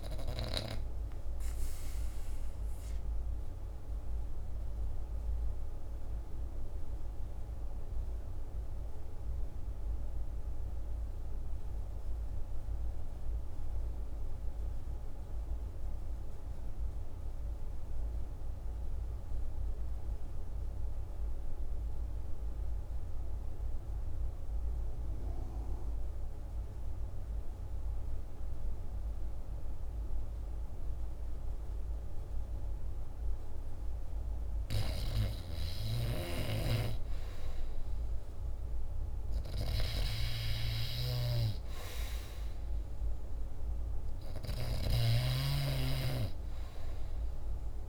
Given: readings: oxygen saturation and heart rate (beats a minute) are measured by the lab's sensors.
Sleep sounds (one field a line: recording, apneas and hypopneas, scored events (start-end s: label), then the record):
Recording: breathing in sleep by a room microphone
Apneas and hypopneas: 1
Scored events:
0.00-16.50 s: oxygen desaturation (device-marked, oxygen 87% lowest, heart rate 49 extreme)
2.50-33.50 s: obstructive apnea (oxygen 99% before, 81% lowest, heart rate 56 before, 49 extreme, up 12 after)
29.50-47.89 s: oxygen desaturation (device-marked, oxygen 98% before, 81% lowest, heart rate 50 before, 50 extreme)
36.00-40.00 s: arousal
40.50-47.89 s: snoring (device-marked)
From the record:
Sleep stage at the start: N2 (light sleep)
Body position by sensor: on the back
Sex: male